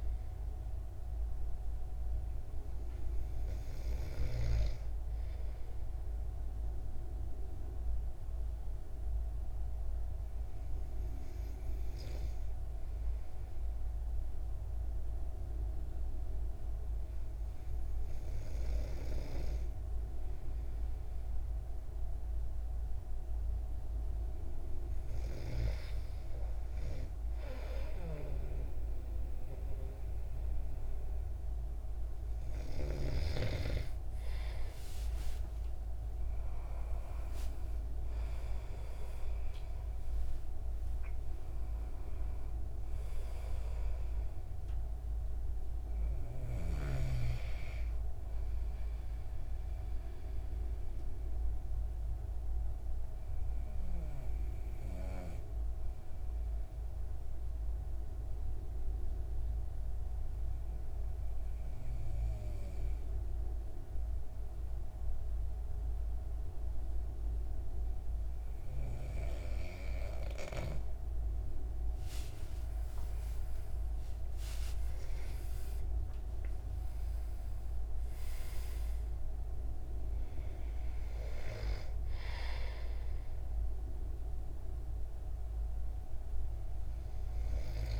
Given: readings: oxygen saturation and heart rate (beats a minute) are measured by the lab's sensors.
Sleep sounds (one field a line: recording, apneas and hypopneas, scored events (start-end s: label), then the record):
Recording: breathing in sleep by a room microphone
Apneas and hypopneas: 2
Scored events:
6.00-25.00 s: hypopnea (oxygen 97% before, 92% lowest, heart rate 75 before, 67 extreme, up 1 after)
37.00-42.50 s: arousal
50.00-70.00 s: obstructive apnea (oxygen 96% before, 91% lowest, heart rate 81 before, 66 extreme, up 36 after)
72.00-77.00 s: arousal
75.50-88.00 s: oxygen desaturation (device-marked, oxygen 97% before, 91% lowest, heart rate 78 before, 64 extreme)
From the record:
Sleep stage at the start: N2 (light sleep)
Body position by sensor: on the back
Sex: male